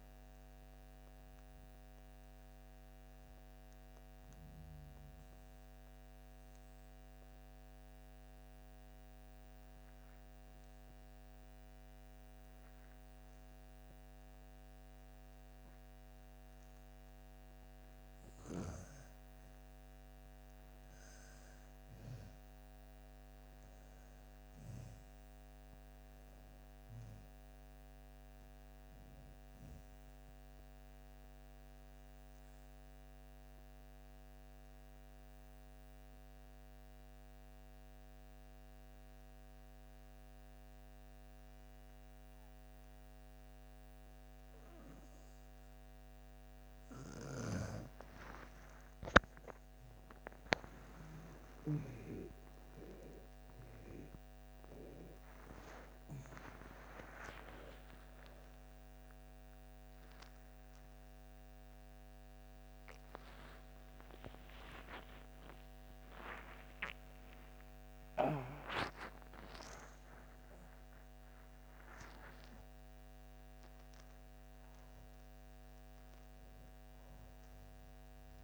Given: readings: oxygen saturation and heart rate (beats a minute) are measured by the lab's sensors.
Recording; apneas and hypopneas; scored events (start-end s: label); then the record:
a person partly awake in a sleep study, by a microphone on the trachea; 2
0.00-12.50 s: oxygen desaturation (device-marked, oxygen 90% lowest)
3.00-18.00 s: obstructive apnea (oxygen 98% before, 88% lowest)
20.50-24.50 s: arousal
21.50-40.50 s: oxygen desaturation (device-marked, oxygen 98% before, 89% lowest)
31.00-47.00 s: obstructive apnea (oxygen 98% before, 88% lowest)
46.50-76.50 s: new sleep stage, awake
51.50-70.50 s: oxygen desaturation (device-marked, oxygen 97% before, 88% lowest)
76.50-78.43 s: new sleep stage, N2 (light sleep)
From the record:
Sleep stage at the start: N2 (light sleep); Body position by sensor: on the back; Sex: female